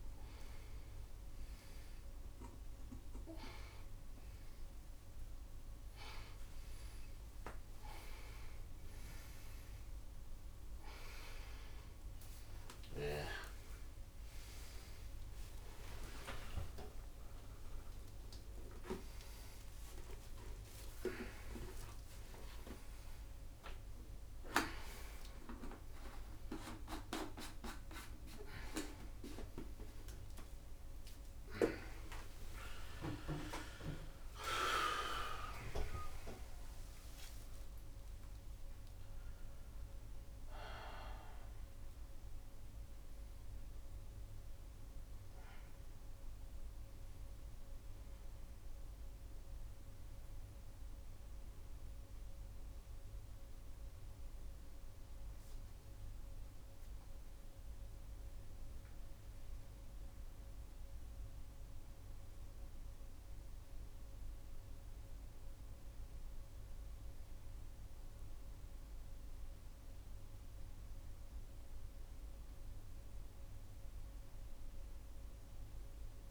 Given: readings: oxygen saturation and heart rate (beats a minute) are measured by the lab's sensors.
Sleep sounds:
a person partly awake in a sleep study, by a room microphone; none
0.00-1.00 s: long interval between heartbeats (device-marked, heart rate 100 extreme)
1.50-3.50 s: long interval between heartbeats (device-marked, heart rate 120 before, 111 extreme)
7.00-9.00 s: long interval between heartbeats (device-marked, heart rate 122 before, 131 extreme)
9.00-11.00 s: long interval between heartbeats (device-marked, heart rate 124 before, 142 extreme)
12.00-14.00 s: long interval between heartbeats (device-marked, heart rate 128 before, 171 extreme)
15.50-17.50 s: long interval between heartbeats (device-marked, heart rate 133 before, 162 extreme)
20.00-22.00 s: long interval between heartbeats (device-marked, heart rate 138 before, 130 extreme)
22.00-24.00 s: long interval between heartbeats (device-marked, heart rate 141 before, 145 extreme)
24.00-26.00 s: long interval between heartbeats (device-marked, heart rate 144 before, 163 extreme)
31.00-33.00 s: long interval between heartbeats (device-marked, heart rate 151 before, 138 extreme)
32.50-76.31 s: new sleep stage, N1 (lightest sleep)
33.00-35.00 s: long interval between heartbeats (device-marked, heart rate 150 before, 185 extreme)
37.00-39.00 s: long interval between heartbeats (device-marked, heart rate 154 before, 161 extreme)
From the record:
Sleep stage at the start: awake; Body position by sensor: upright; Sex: male

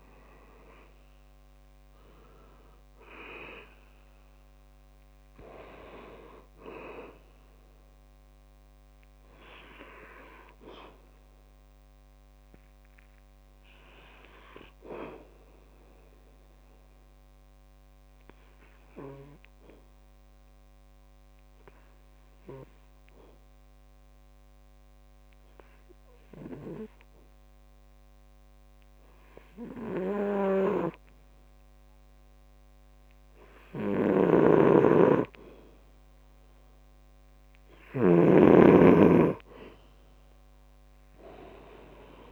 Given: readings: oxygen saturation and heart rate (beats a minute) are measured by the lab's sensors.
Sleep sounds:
breathing in sleep by a microphone on the trachea; 1
12.00-35.50 s: obstructive apnea (oxygen 95% before, 91% lowest, heart rate 74 before, 64 extreme, up 4 after)
38.50-42.32 s: arousal
39.00-42.32 s: oxygen desaturation (device-marked, oxygen 99% before, 93% lowest, heart rate 67 before, 64 extreme)
From the record:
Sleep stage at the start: N2 (light sleep); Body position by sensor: on the back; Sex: male

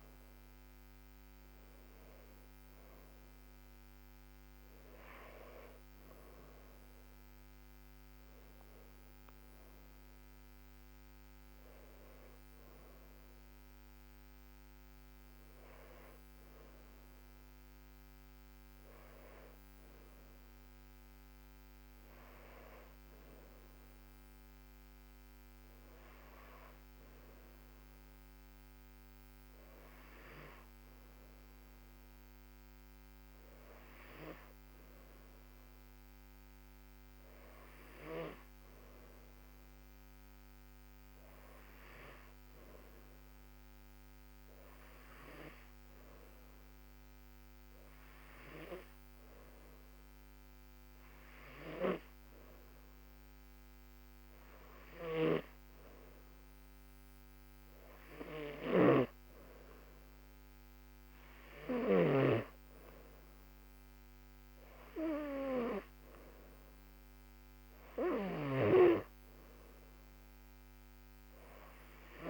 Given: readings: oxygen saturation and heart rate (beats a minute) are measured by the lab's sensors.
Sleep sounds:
breathing in sleep by a microphone on the trachea; none
none scored
From the record:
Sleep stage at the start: N2 (light sleep); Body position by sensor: on the back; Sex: female

